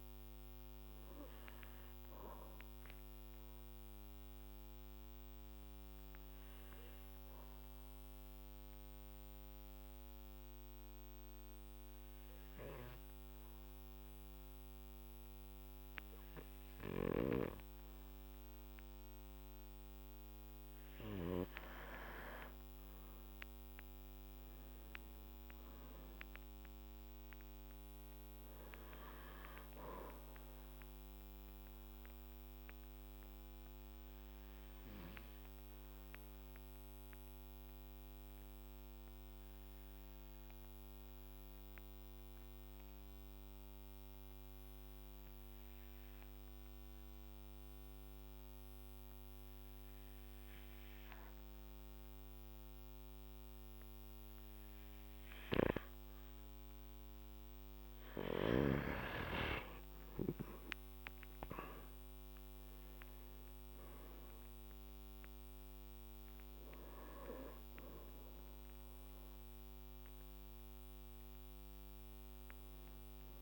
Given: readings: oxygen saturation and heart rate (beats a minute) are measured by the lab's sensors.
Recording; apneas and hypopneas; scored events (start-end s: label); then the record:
breathing in sleep by a microphone on the trachea; 2
3.50-20.50 s: obstructive apnea (oxygen 98% before, 94% lowest, heart rate 55 before, 53 extreme, up 6 after)
23.00-27.00 s: arousal
32.50-57.00 s: obstructive apnea (oxygen 98% before, 92% lowest, heart rate 58 before, 53 extreme, up 12 after)
40.00-50.00 s: oxygen desaturation (device-marked, oxygen 99% before, 94% lowest, heart rate 57 before, 54 extreme)
60.50-65.00 s: arousal
From the record:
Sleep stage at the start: N2 (light sleep); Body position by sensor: on the back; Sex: male